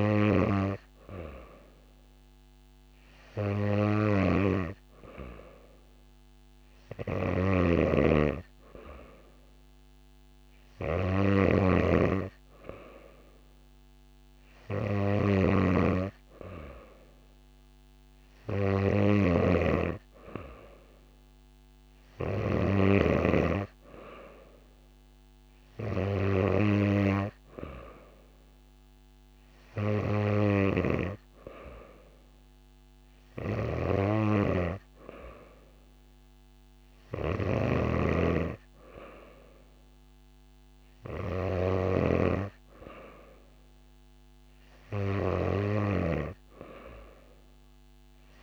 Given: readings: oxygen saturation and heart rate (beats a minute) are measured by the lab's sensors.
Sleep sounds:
breathing in sleep by a microphone on the trachea; none
7.00-11.50 s: snoring (device-marked)
19.00-23.00 s: snoring (device-marked)
33.00-42.00 s: snoring (device-marked)
From the record:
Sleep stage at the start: N2 (light sleep); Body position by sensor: on the back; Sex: female

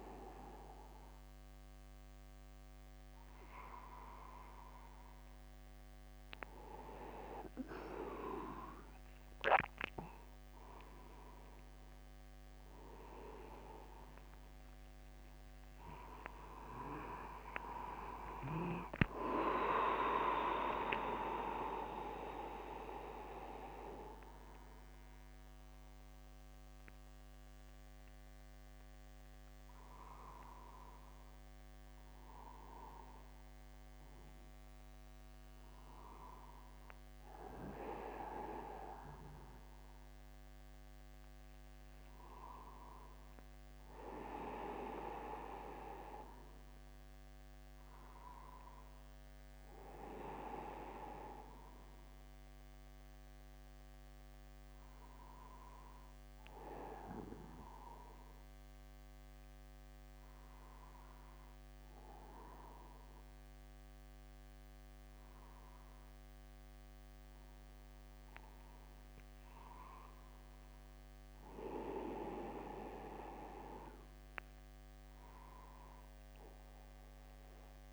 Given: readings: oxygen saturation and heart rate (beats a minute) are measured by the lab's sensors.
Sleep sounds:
a person awake in a sleep study, by a microphone on the trachea; none
14.50-16.50 s: long interval between heartbeats (device-marked, heart rate 55 before, 78 extreme)
17.00-19.00 s: long interval between heartbeats (device-marked, heart rate 58 before, 106 extreme)
19.00-21.00 s: long interval between heartbeats (device-marked, heart rate 64 before, 108 extreme)
42.50-44.50 s: long interval between heartbeats (device-marked, heart rate 58 before, 60 extreme)
69.00-71.00 s: long interval between heartbeats (device-marked, heart rate 50 before, 58 extreme)
From the record:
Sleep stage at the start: awake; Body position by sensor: upright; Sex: male

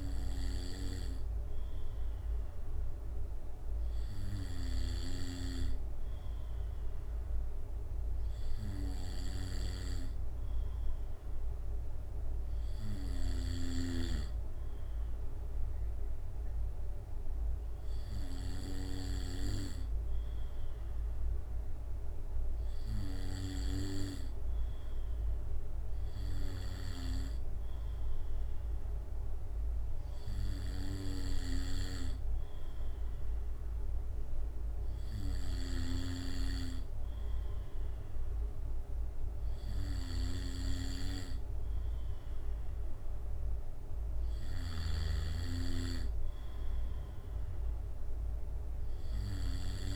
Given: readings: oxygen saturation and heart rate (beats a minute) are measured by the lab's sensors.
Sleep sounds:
breathing in sleep by a room microphone; none
none scored
From the record:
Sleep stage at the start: N2 (light sleep); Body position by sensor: on the back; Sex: male

